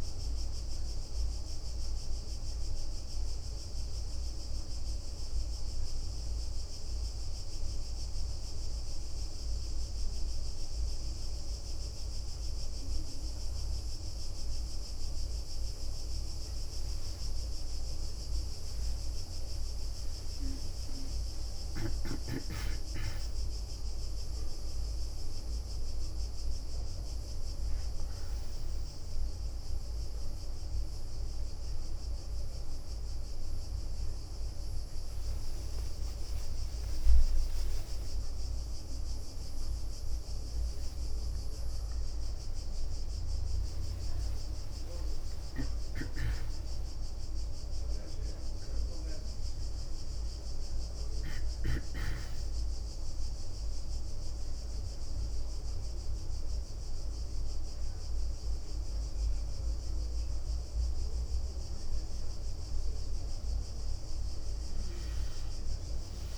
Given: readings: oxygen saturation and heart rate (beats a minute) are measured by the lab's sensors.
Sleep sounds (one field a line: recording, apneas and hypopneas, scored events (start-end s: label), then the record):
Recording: breathing in sleep, hard to hear, by a room microphone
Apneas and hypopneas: none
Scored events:
2.00-12.50 s: leg movement (device-marked)
15.50-24.00 s: leg movement (device-marked)
26.50-35.50 s: leg movement (device-marked)
33.50-37.50 s: arousal
36.50-44.00 s: leg movement (device-marked)
44.50-50.50 s: leg movement (device-marked)
63.50-66.38 s: leg movement (device-marked)
From the record:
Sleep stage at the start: N1 (lightest sleep)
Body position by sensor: on the back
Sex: female